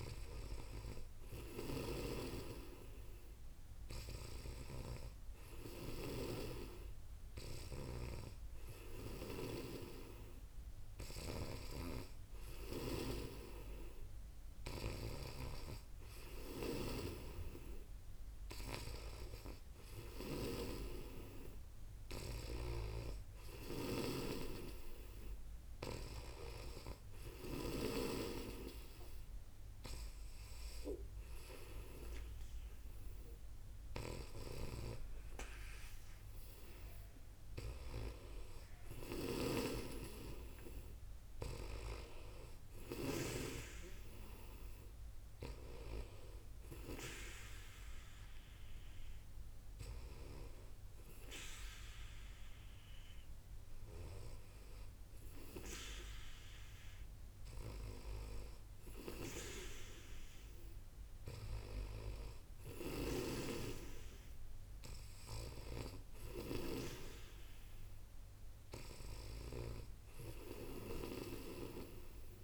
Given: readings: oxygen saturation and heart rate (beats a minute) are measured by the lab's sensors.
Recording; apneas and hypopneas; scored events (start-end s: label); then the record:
breathing in sleep by a room microphone; none
0.00-27.50 s: snoring (device-marked)
34.00-43.00 s: snoring (device-marked)
65.00-72.43 s: snoring (device-marked)
From the record:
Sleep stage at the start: N2 (light sleep); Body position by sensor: on the back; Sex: female